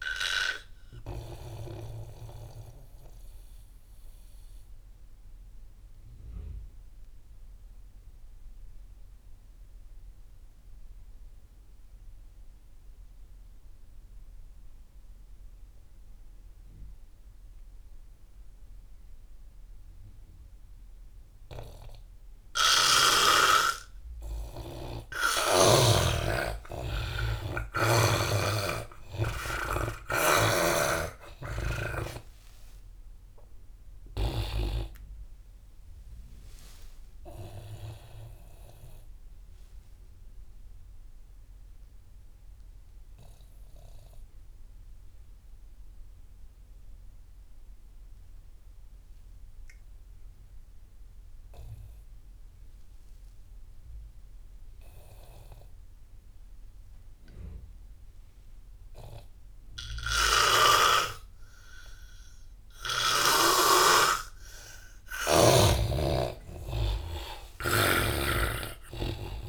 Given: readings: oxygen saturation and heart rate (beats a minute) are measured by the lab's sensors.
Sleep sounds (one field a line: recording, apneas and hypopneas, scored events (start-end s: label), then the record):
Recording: breathing in sleep by a room microphone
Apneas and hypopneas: 2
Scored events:
0.00-7.00 s: oxygen desaturation (device-marked, oxygen 82% lowest)
0.50-24.00 s: obstructive apnea (oxygen 99% before, 82% lowest)
24.00-50.00 s: oxygen desaturation (device-marked, oxygen 99% before, 85% lowest)
27.00-32.50 s: arousal
30.50-35.00 s: snoring (device-marked)
38.00-65.00 s: obstructive apnea (oxygen 99% before, 82% lowest)
60.50-64.00 s: snoring (device-marked)
62.00-69.49 s: oxygen desaturation (device-marked, oxygen 98% before, 82% lowest)
66.00-69.49 s: arousal
From the record:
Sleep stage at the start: N2 (light sleep)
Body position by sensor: on the back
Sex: male